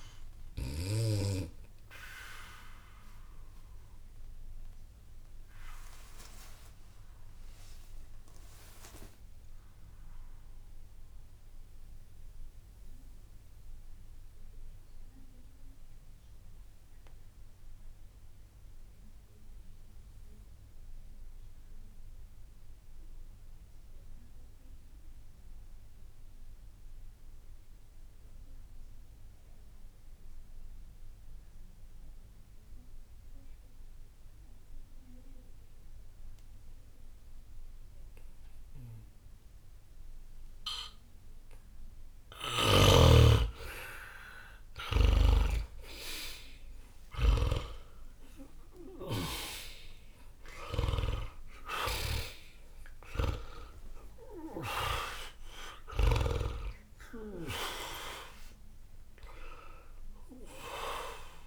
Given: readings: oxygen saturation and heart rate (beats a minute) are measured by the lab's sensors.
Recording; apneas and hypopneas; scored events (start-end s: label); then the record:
breathing in sleep by a room microphone; 1
0.00-20.50 s: oxygen desaturation (device-marked, oxygen 76% lowest, heart rate 60 extreme)
1.00-42.50 s: obstructive apnea (oxygen 97% before, 76% lowest, heart rate 61 before, 61 extreme, up 0 after)
37.50-60.50 s: oxygen desaturation (device-marked, oxygen 99% before, 89% lowest, heart rate 61 before, 61 extreme)
42.50-47.50 s: snoring (device-marked)
43.50-47.50 s: arousal
From the record:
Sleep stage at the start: N2 (light sleep); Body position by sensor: on the back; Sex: male